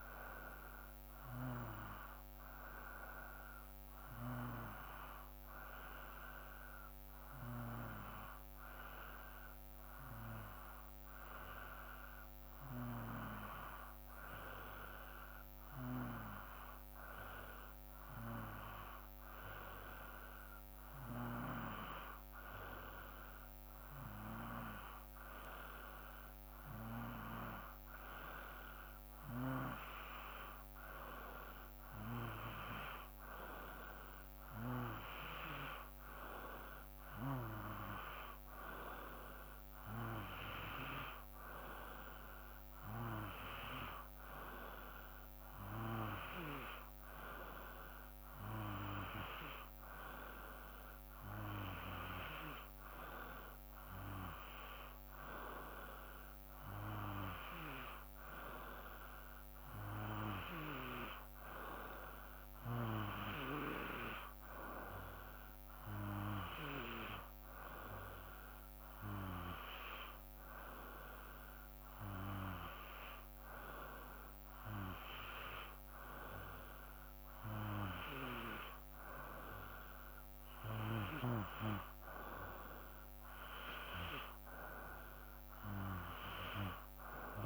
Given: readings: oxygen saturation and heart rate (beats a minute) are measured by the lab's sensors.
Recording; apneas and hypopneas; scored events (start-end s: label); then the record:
breathing in sleep by a microphone on the trachea; none
none scored
From the record:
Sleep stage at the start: N2 (light sleep); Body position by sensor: on the back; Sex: male